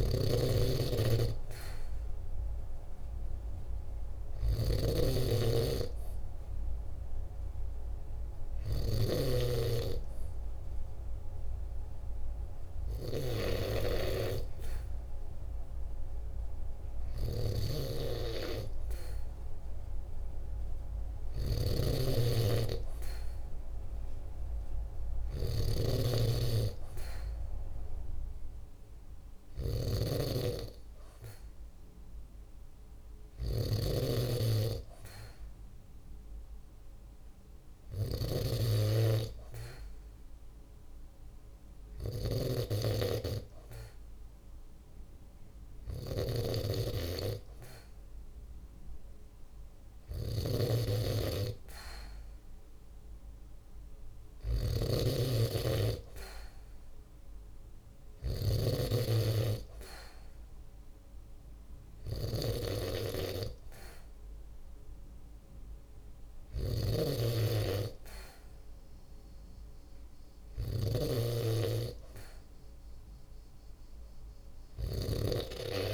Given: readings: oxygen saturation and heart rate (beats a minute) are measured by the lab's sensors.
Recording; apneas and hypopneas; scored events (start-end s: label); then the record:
breathing in sleep by a room microphone; none
0.00-9.00 s: snoring (device-marked)
17.00-70.50 s: snoring (device-marked)
From the record:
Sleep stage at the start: N2 (light sleep); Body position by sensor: on the right side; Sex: male